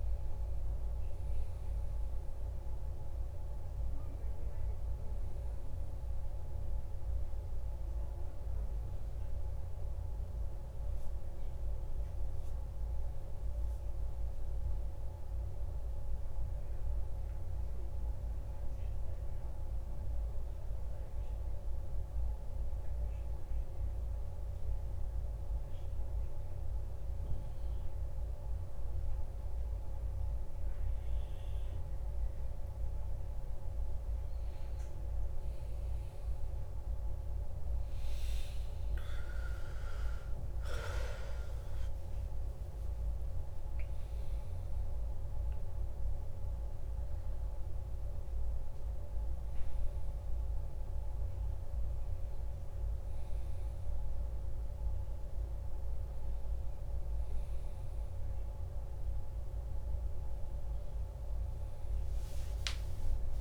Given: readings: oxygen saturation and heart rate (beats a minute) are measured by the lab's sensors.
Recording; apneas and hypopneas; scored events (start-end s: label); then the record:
breathing in sleep, hard to hear, by a room microphone; 1
10.50-34.00 s: hypopnea (oxygen 98% before, 95% lowest, heart rate 67 before, 53 extreme, up 6 after)
50.00-63.41 s: new sleep stage, awake
From the record:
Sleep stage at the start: N2 (light sleep); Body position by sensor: on the back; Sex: male